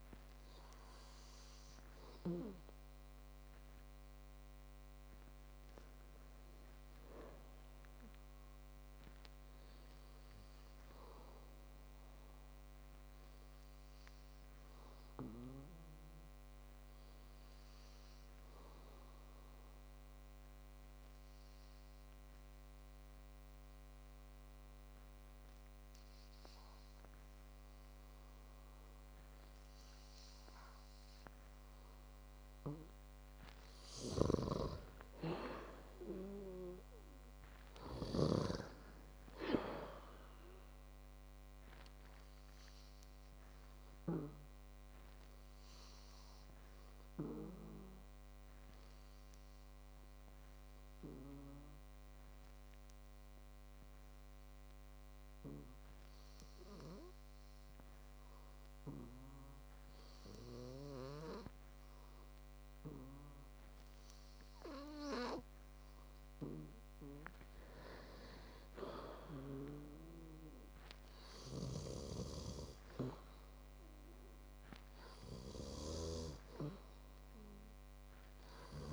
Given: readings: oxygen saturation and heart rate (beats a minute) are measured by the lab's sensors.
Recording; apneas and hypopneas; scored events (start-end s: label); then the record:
breathing in sleep by a microphone on the trachea; 2
9.00-12.50 s: arousal
20.00-31.00 s: obstructive apnea (oxygen 97% before, 94% lowest, heart rate 55 before, 52 extreme, up 14 after)
35.50-39.50 s: arousal
47.00-64.00 s: hypopnea (oxygen 98% before, 94% lowest, heart rate 64 before, 52 extreme, up 10 after)
67.50-71.50 s: arousal
From the record:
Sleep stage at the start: N2 (light sleep); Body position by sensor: on the back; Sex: male